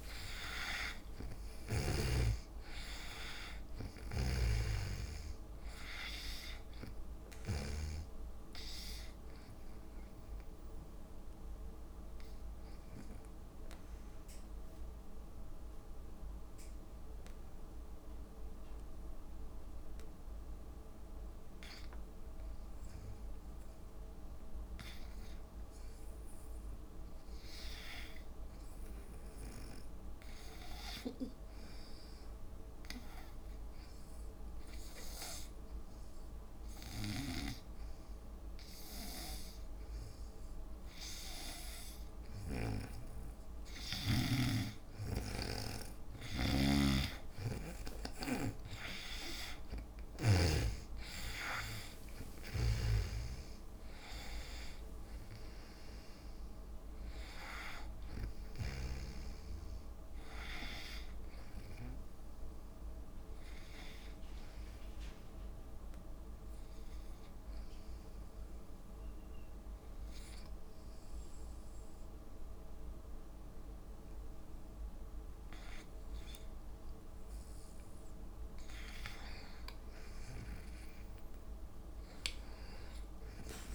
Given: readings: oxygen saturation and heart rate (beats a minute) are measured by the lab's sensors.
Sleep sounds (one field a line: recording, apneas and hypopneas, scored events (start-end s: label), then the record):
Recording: breathing in sleep by a room microphone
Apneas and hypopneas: 3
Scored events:
0.00-2.00 s: snoring (device-marked)
0.00-3.50 s: arousal
0.00-21.50 s: oxygen desaturation (device-marked, oxygen 83% lowest, heart rate 55 extreme)
4.00-8.00 s: snoring (device-marked)
10.50-21.50 s: obstructive apnea (oxygen 97% before, 83% lowest, heart rate 64 before, 55 extreme, up 5 after)
25.00-28.00 s: arousal
32.00-44.00 s: hypopnea (oxygen 98% before, 85% lowest, heart rate 58 before, 58 extreme, up 9 after)
35.50-70.50 s: oxygen desaturation (device-marked, oxygen 97% before, 85% lowest, heart rate 58 before, 56 extreme)
46.50-50.50 s: arousal
46.50-50.50 s: snoring (device-marked)
52.50-59.00 s: snoring (device-marked)
64.50-79.00 s: hypopnea (oxygen 94% before, 84% lowest, heart rate 66 before, 55 extreme, up 6 after)
From the record:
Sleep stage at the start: N2 (light sleep)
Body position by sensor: on the back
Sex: female